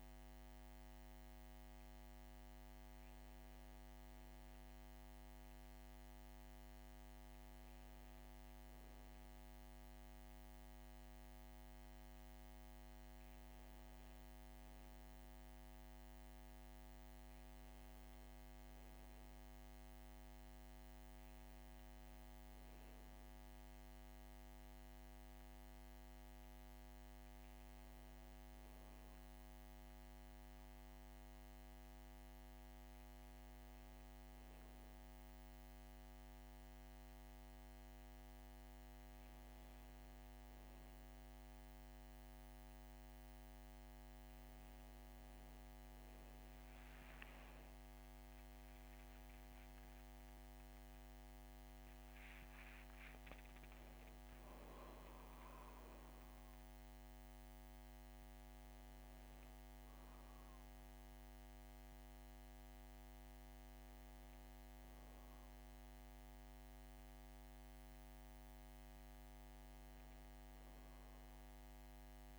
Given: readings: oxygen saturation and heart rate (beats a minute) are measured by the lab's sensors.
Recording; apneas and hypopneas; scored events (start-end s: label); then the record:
breathing in sleep, hard to hear, by a microphone on the trachea; none
none scored
From the record:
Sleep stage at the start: N1 (lightest sleep); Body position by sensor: on the back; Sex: female